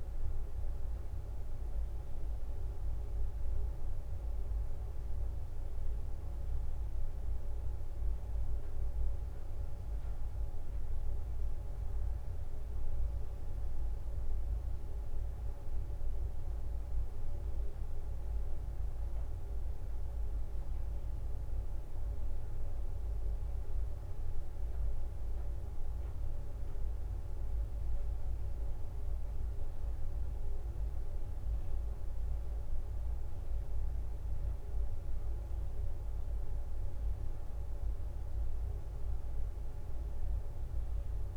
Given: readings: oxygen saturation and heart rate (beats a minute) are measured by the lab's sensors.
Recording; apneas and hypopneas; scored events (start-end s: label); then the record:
a person awake in a sleep study, hard to hear, by a room microphone; none
none scored
From the record:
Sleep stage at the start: awake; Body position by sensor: on the back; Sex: female